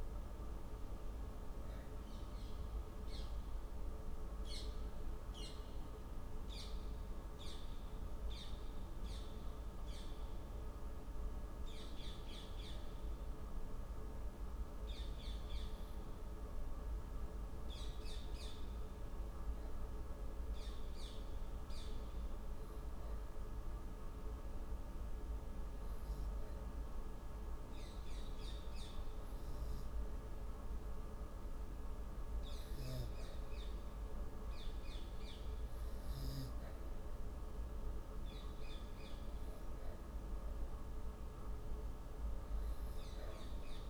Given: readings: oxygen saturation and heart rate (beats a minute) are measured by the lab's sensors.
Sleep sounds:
breathing in sleep, hard to hear, by a room microphone; 1
5.50-28.50 s: hypopnea (oxygen 96% before, 94% lowest, heart rate 138 before, 87 extreme, up 50 after)
30.00-33.50 s: arousal
From the record:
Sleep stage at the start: N2 (light sleep); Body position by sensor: on the back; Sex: female

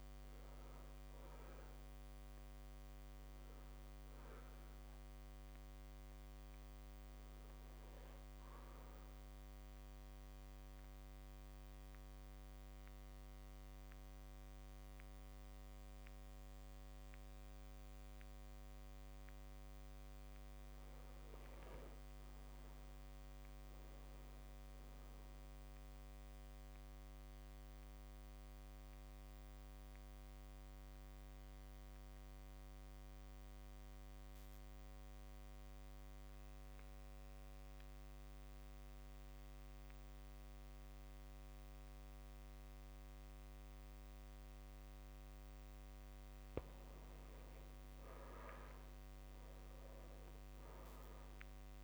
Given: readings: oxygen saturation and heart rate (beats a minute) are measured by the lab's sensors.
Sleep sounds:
breathing in sleep, hard to hear, by a microphone on the trachea; 2
0.00-19.50 s: oxygen desaturation (device-marked, oxygen 83% lowest)
9.50-20.00 s: central apnea (oxygen 98% before, 84% lowest)
22.00-24.50 s: arousal
28.00-46.00 s: central apnea (oxygen 100% before, 94% lowest)
49.00-51.84 s: arousal
From the record:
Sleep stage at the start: REM sleep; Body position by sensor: on the back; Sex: male

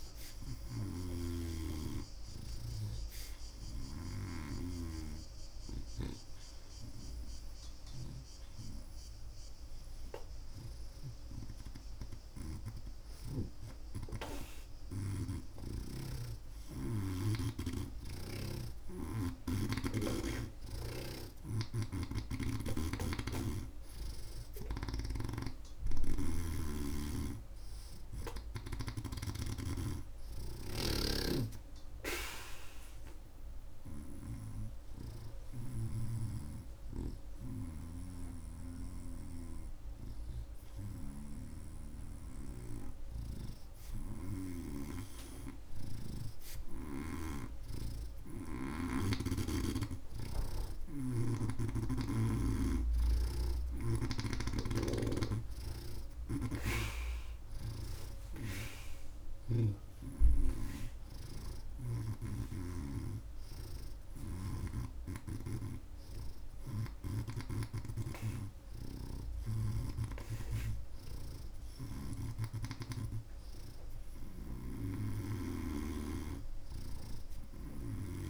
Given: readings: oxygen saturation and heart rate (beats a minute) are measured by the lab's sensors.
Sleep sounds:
breathing in sleep by a room microphone; none
0.00-4.00 s: snoring (device-marked)
18.00-29.00 s: snoring (device-marked)
25.50-37.50 s: oxygen desaturation (device-marked, oxygen 90% before, 85% lowest)
31.00-36.00 s: snoring (device-marked)
38.00-47.50 s: snoring (device-marked)
62.50-74.50 s: oxygen desaturation (device-marked, oxygen 90% before, 86% lowest)
66.50-70.00 s: snoring (device-marked)
74.50-78.00 s: snoring (device-marked)
From the record:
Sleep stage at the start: N2 (light sleep); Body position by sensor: on the right side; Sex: male

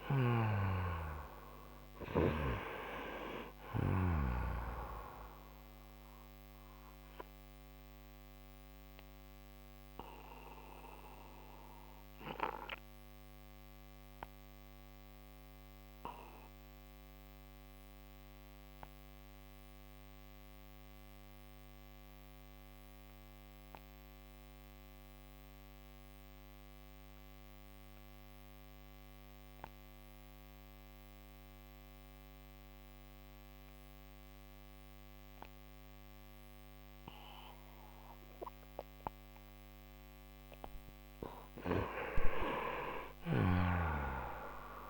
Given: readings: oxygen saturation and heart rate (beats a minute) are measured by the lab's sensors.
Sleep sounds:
breathing in sleep by a microphone on the trachea; 1
0.00-1.50 s: arousal
0.00-2.50 s: snoring (device-marked)
0.00-27.50 s: oxygen desaturation (device-marked, oxygen 88% lowest)
7.50-40.50 s: obstructive apnea (oxygen 97% before, 88% lowest)
37.50-44.90 s: oxygen desaturation (device-marked, oxygen 98% before, 89% lowest)
41.50-44.90 s: arousal
From the record:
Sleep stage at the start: N2 (light sleep); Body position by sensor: on the right side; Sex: male

